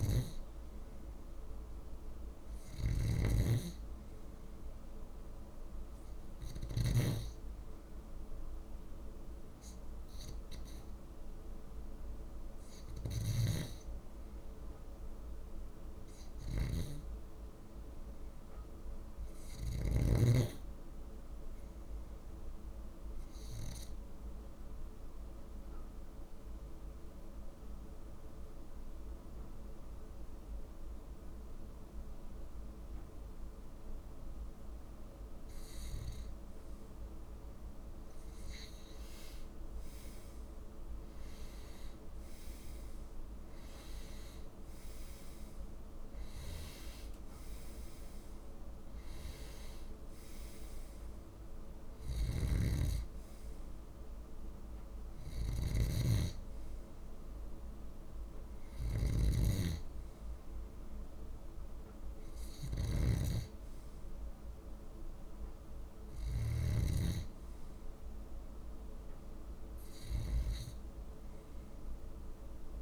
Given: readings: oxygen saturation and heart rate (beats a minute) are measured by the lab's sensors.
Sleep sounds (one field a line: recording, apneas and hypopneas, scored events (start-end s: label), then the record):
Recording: breathing in sleep by a room microphone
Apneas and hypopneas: 1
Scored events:
0.00-6.50 s: snoring (device-marked)
12.50-20.00 s: snoring (device-marked)
17.50-20.50 s: arousal
22.00-35.50 s: obstructive apnea (oxygen 96% before, 91% lowest, heart rate 50 before, 51 extreme, up 8 after)
37.50-40.00 s: arousal
51.50-66.50 s: snoring (device-marked)
70.00-72.82 s: oxygen desaturation (device-marked, oxygen 94% before, 91% lowest, heart rate 52 before, 52 extreme)
From the record:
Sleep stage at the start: N2 (light sleep)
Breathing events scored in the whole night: 237 in 4.0 hours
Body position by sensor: on the left side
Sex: male